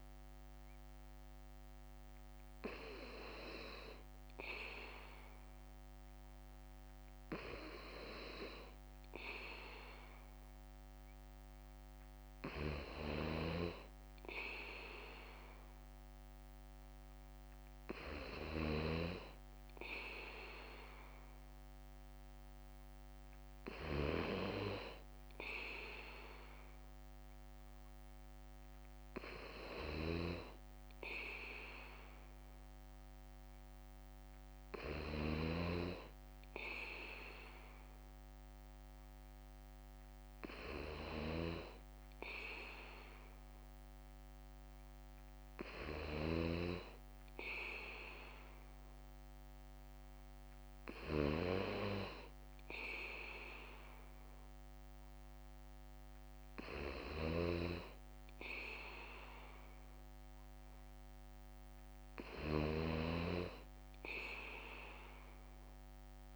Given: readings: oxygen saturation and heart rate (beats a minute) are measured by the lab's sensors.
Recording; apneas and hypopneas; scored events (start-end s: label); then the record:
breathing in sleep by a microphone on the trachea; none
0.00-26.00 s: bradycardia (device-marked, heart rate 56 extreme)
28.00-65.00 s: bradycardia (device-marked, heart rate 58 before, 57 extreme)
From the record:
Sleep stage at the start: N2 (light sleep); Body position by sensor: on the back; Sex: male